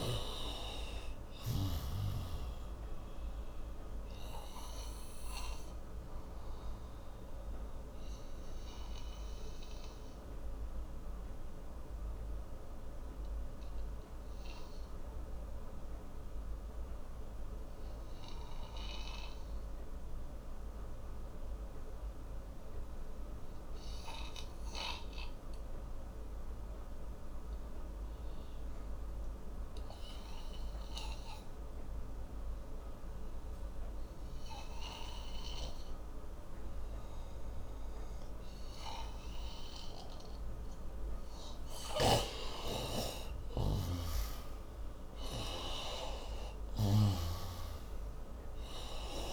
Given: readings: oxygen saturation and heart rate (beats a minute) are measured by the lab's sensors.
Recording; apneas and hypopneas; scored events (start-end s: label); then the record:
breathing in sleep by a room microphone; 1
0.00-26.00 s: oxygen desaturation (device-marked, oxygen 96% before, 90% lowest)
4.00-40.50 s: obstructive apnea (oxygen 97% before, 87% lowest)
43.00-47.00 s: arousal
43.00-49.33 s: oxygen desaturation (device-marked, oxygen 96% before, 87% lowest)
From the record:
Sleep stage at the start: N2 (light sleep); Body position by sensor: on the right side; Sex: male